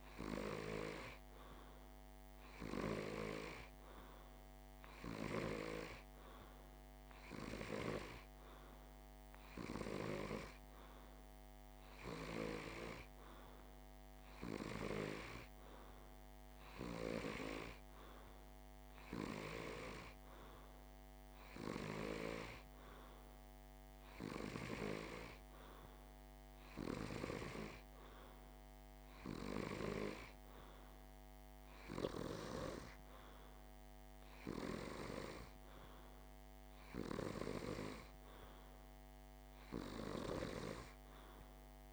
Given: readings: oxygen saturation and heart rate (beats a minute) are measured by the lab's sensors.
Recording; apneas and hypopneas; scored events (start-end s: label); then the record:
breathing in sleep by a microphone on the trachea; none
none scored
From the record:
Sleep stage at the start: N2 (light sleep); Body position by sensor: on the back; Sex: male